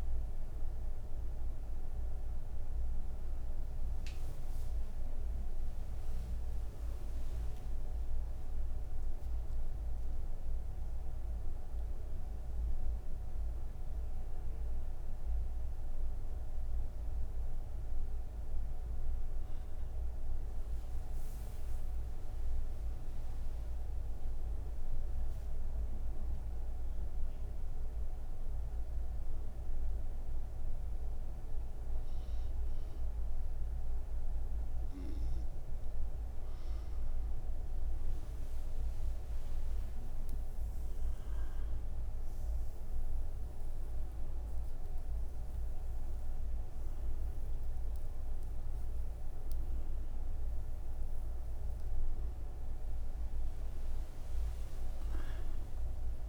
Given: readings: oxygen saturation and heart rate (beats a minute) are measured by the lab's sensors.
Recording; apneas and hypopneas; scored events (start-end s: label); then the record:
breathing in sleep, hard to hear, by a room microphone; 1
27.00-37.00 s: obstructive apnea (oxygen 95% before, 93% lowest, heart rate 60 before, 58 extreme, up 2 after)
From the record:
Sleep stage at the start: N1 (lightest sleep); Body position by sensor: on the right side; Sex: female